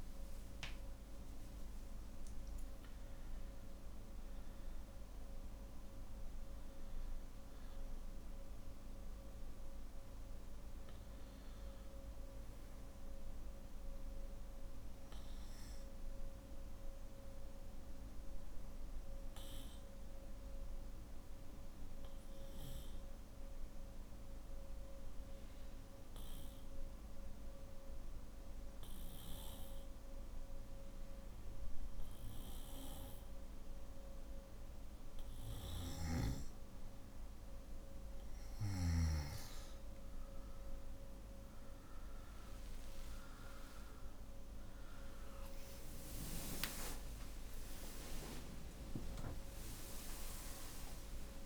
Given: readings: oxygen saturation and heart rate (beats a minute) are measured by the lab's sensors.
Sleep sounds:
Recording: breathing in sleep by a room microphone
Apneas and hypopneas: 1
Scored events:
17.50-36.50 s: obstructive apnea (oxygen 95% before, 91% lowest, heart rate 62 before, 50 extreme, up 15 after)
39.00-51.46 s: oxygen desaturation (device-marked, oxygen 98% before, 91% lowest, heart rate 52 before, 51 extreme)
46.50-48.50 s: long interval between heartbeats (device-marked, heart rate 56 before, 70 extreme)
50.00-51.46 s: long interval between heartbeats (device-marked, heart rate 60 before, 95 extreme)
From the record:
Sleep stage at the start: N1 (lightest sleep)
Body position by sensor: on the back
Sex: male

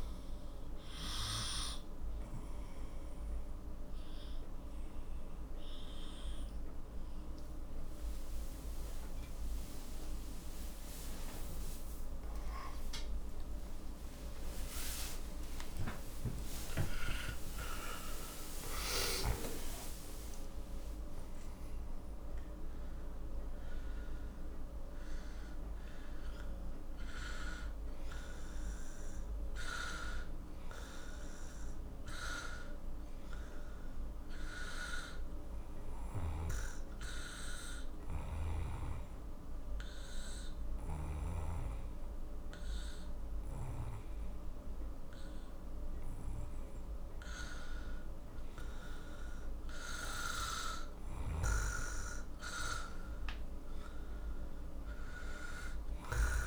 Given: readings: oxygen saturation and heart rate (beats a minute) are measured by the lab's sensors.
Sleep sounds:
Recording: breathing in sleep by a room microphone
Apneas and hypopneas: 1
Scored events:
0.00-5.50 s: oxygen desaturation (device-marked, oxygen 93% lowest, heart rate 44 extreme)
11.00-18.00 s: arousal
28.50-48.00 s: obstructive apnea (oxygen 97% before, 91% lowest, heart rate 109 before, 48 extreme, up 9 after)
50.00-53.50 s: arousal
51.50-56.47 s: oxygen desaturation (device-marked, oxygen 97% before, 93% lowest, heart rate 55 before, 44 extreme)
From the record:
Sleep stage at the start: N2 (light sleep)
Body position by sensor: on the back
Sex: male

